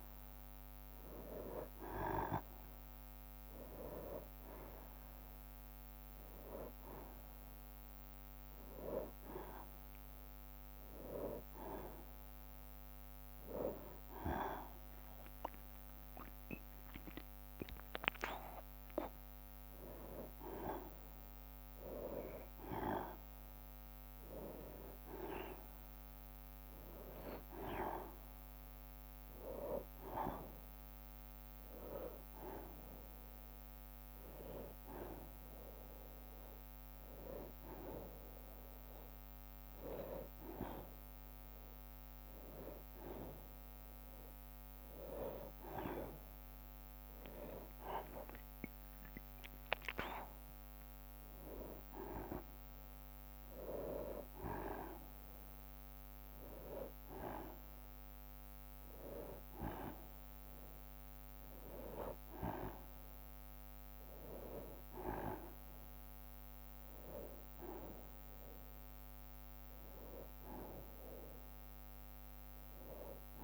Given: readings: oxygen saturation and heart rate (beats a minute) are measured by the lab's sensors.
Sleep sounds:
a person awake in a sleep study, by a microphone on the trachea; none
0.00-8.00 s: drop in pulse transit time (device-marked, heart rate 73 extreme)
14.50-16.50 s: long interval between heartbeats (device-marked, heart rate 75 before, 74 extreme)
24.00-28.00 s: bradycardia (device-marked, heart rate 104 before, 59 extreme)
37.00-47.00 s: bradycardia (device-marked, heart rate 101 before, 53 extreme)
58.00-63.00 s: bradycardia (device-marked, heart rate 99 before, 58 extreme)
70.00-73.44 s: bradycardia (device-marked, heart rate 98 before, 58 extreme)
From the record:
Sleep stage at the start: awake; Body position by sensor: on the back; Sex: male

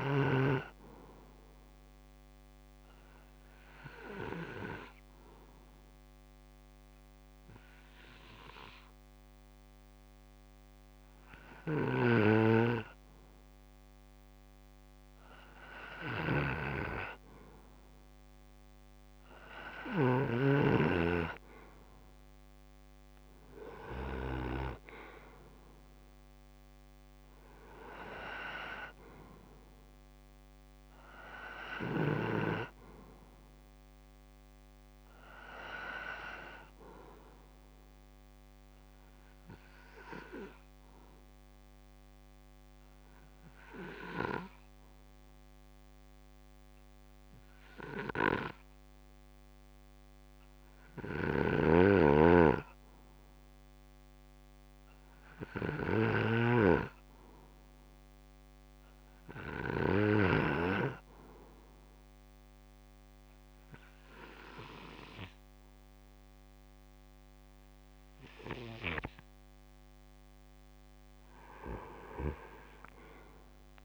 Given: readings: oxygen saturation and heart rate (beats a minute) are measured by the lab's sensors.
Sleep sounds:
breathing in sleep by a microphone on the trachea; 2
2.00-12.50 s: mixed apnea (oxygen 94% before, 91% lowest, heart rate 65 before, 64 extreme, up 1 after)
11.50-24.00 s: snoring (device-marked)
15.00-18.50 s: arousal
37.50-53.00 s: obstructive apnea (oxygen 94% before, 89% lowest, heart rate 65 before, 64 extreme, up 4 after)
51.00-59.50 s: snoring (device-marked)
55.50-59.00 s: arousal
66.50-73.85 s: oxygen desaturation (device-marked, oxygen 95% before, 90% lowest, heart rate 67 before, 56 extreme)
From the record:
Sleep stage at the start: N2 (light sleep); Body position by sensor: on the back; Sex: male

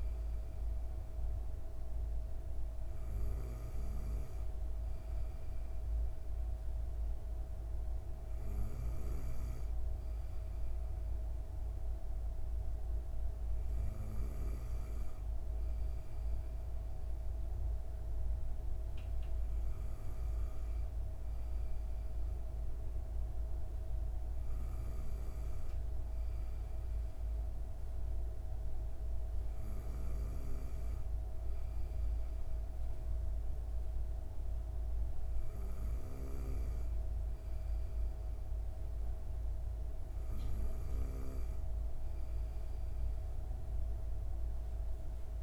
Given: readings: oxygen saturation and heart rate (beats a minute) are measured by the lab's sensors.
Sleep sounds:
breathing in sleep, hard to hear, by a room microphone; none
none scored
From the record:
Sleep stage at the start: N2 (light sleep); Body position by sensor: on the back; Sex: female

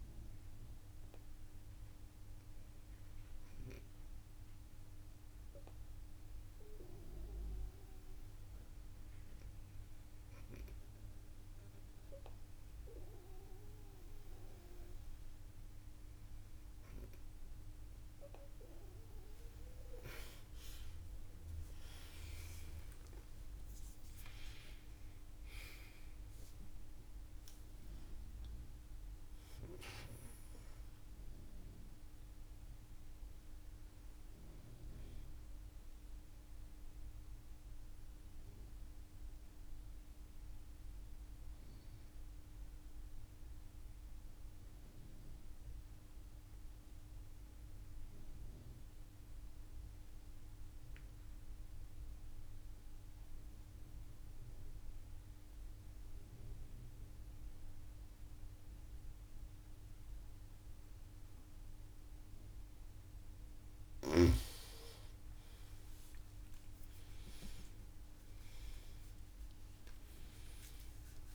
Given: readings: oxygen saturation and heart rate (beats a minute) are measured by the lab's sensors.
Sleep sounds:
breathing in sleep by a room microphone; 2
0.00-1.00 s: arousal
2.00-16.50 s: hypopnea (oxygen 95% before, 94% lowest)
18.50-23.00 s: arousal
20.50-22.50 s: long interval between heartbeats (device-marked)
24.50-26.50 s: long interval between heartbeats (device-marked)
43.00-63.50 s: mixed apnea (oxygen 95% before, 91% lowest)
65.50-70.00 s: arousal
From the record:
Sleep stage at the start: N2 (light sleep); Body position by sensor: on the right side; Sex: female

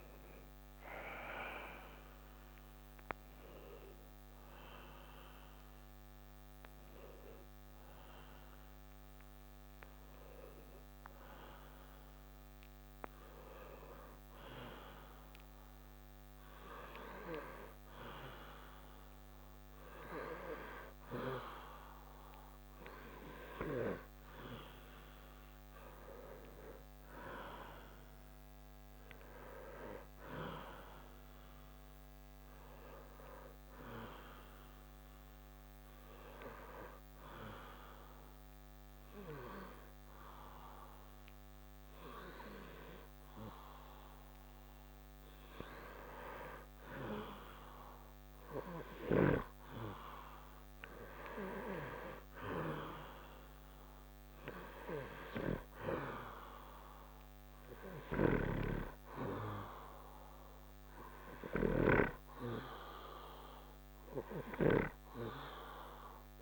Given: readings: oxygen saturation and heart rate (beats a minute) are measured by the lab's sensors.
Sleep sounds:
a person partly awake in a sleep study, by a microphone on the trachea; 2
7.50-66.42 s: new sleep stage, N2 (light sleep)
8.00-22.50 s: hypopnea (oxygen 96% before, 91% lowest, heart rate 76 before, 54 extreme, up 12 after)
24.00-28.50 s: arousal
34.50-47.00 s: obstructive apnea (oxygen 96% before, 89% lowest, heart rate 61 before, 56 extreme, up 3 after)
48.50-51.50 s: arousal
56.50-63.50 s: oxygen desaturation (device-marked, oxygen 94% before, 91% lowest, heart rate 62 before, 64 extreme)
61.50-65.00 s: snoring (device-marked)
From the record:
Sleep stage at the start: awake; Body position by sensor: on the right side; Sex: male

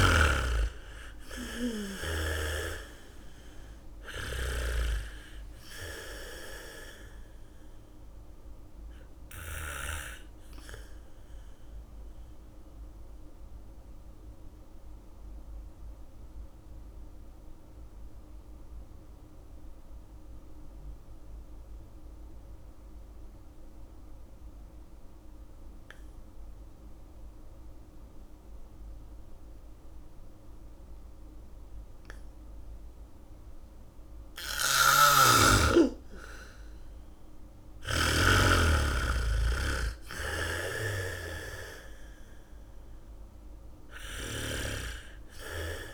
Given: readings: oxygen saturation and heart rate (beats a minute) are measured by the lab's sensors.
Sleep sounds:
breathing in sleep by a room microphone; 1
0.00-1.50 s: arousal
0.00-1.50 s: bradycardia (device-marked, heart rate 44 extreme)
0.00-24.50 s: oxygen desaturation (device-marked, oxygen 86% lowest)
9.50-34.50 s: mixed apnea (oxygen 98% before, 84% lowest)
26.50-45.94 s: bradycardia (device-marked)
33.50-45.94 s: oxygen desaturation (device-marked, oxygen 99% before, 84% lowest)
35.00-38.50 s: snoring (device-marked)
36.00-39.50 s: arousal
From the record:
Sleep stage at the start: N2 (light sleep); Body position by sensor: on the back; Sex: female

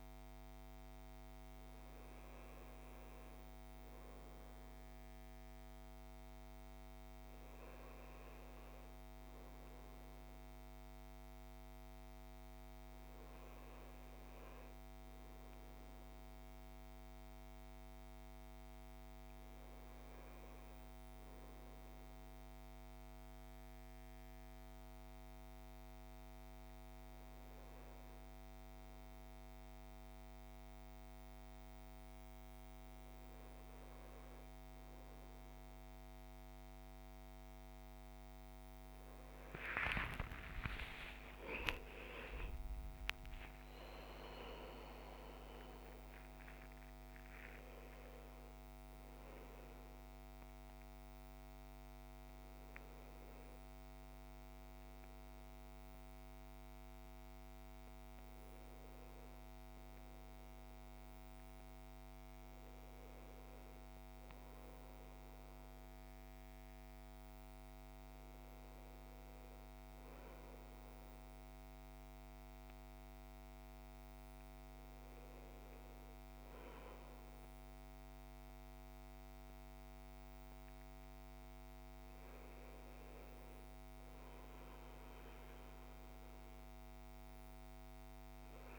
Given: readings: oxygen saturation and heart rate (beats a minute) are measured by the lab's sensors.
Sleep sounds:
breathing in sleep, hard to hear, by a microphone on the trachea; none
39.00-44.00 s: arousal
From the record:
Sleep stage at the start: N1 (lightest sleep); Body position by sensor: on the right side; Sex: male

